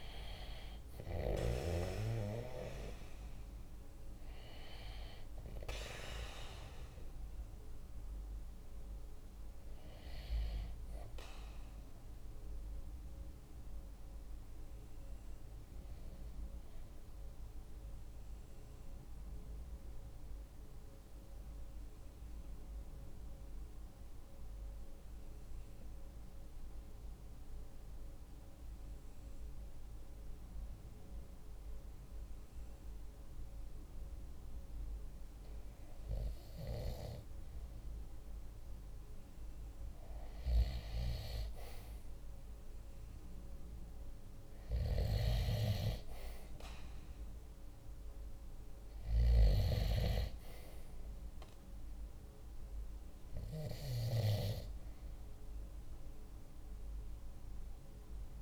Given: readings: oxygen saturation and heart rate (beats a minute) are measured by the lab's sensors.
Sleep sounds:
breathing in sleep by a room microphone; 1
0.00-26.00 s: oxygen desaturation (device-marked, oxygen 92% lowest, heart rate 45 extreme)
14.00-35.50 s: mixed apnea (oxygen 97% before, 92% lowest, heart rate 47 before, 45 extreme, up 2 after)
38.00-42.50 s: arousal
From the record:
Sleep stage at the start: N2 (light sleep); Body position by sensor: on the right side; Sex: male

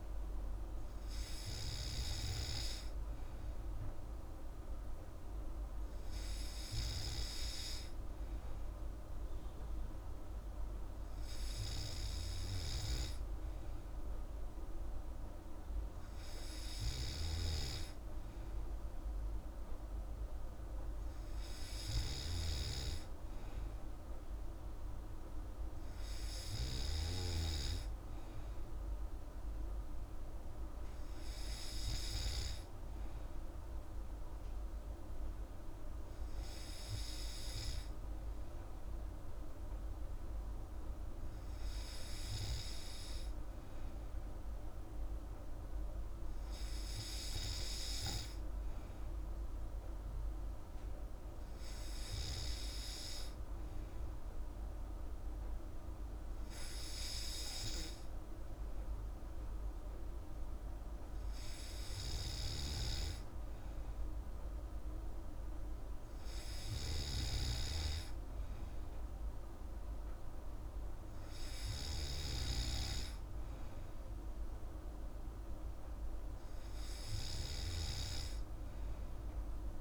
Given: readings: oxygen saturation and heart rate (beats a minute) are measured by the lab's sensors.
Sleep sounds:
breathing in sleep by a room microphone; none
none scored
From the record:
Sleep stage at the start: N3 (deep sleep); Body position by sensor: on the back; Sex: female

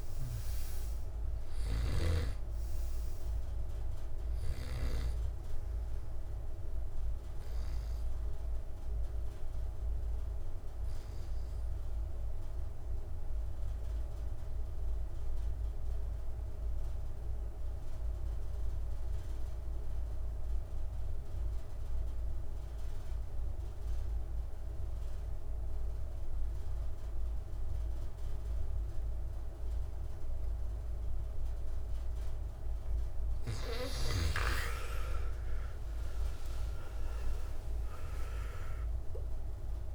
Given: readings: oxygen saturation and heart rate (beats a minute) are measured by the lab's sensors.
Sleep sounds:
breathing in sleep by a room microphone; 1
0.00-17.50 s: oxygen desaturation (device-marked, oxygen 87% lowest)
7.00-32.00 s: obstructive apnea (oxygen 99% before, 84% lowest)
29.50-39.95 s: oxygen desaturation (device-marked, oxygen 98% before, 84% lowest)
35.00-39.50 s: arousal
From the record:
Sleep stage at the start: N2 (light sleep); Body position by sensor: on the back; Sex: male

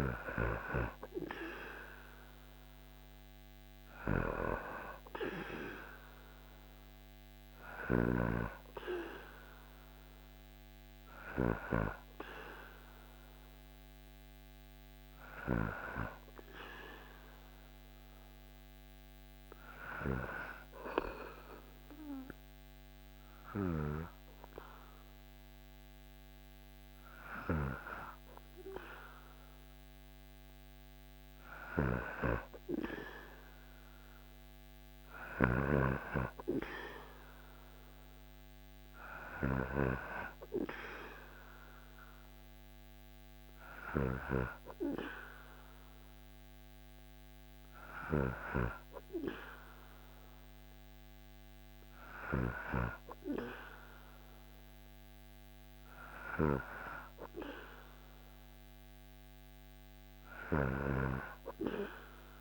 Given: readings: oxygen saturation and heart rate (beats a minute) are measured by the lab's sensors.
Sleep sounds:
breathing in sleep by a microphone on the trachea; 1
0.00-1.00 s: arousal
18.00-30.50 s: hypopnea (oxygen 98% before, 95% lowest, heart rate 79 before, 77 extreme, up 2 after)
31.00-35.00 s: snoring (device-marked)
33.00-37.50 s: arousal
40.00-62.41 s: new sleep stage, N2 (light sleep)
60.00-62.41 s: snoring (device-marked)
From the record:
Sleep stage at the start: REM sleep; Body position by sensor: on the back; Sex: male

